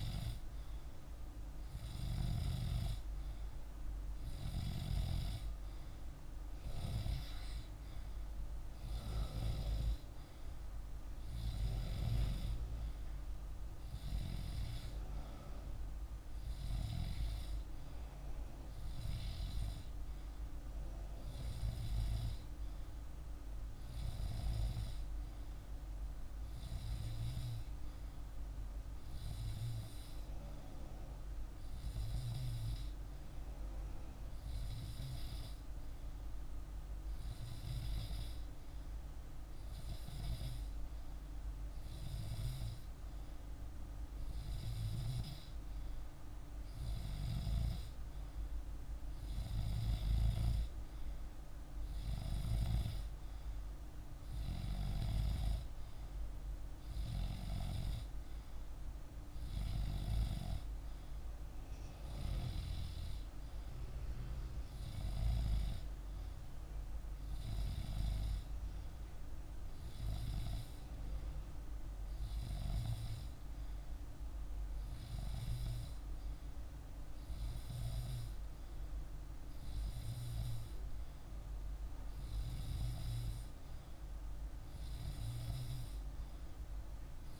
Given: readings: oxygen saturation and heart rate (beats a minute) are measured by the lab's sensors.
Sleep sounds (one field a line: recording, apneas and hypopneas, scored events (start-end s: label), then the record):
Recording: breathing in sleep by a room microphone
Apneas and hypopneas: none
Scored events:
none scored
From the record:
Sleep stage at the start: N2 (light sleep)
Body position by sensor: on the back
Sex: male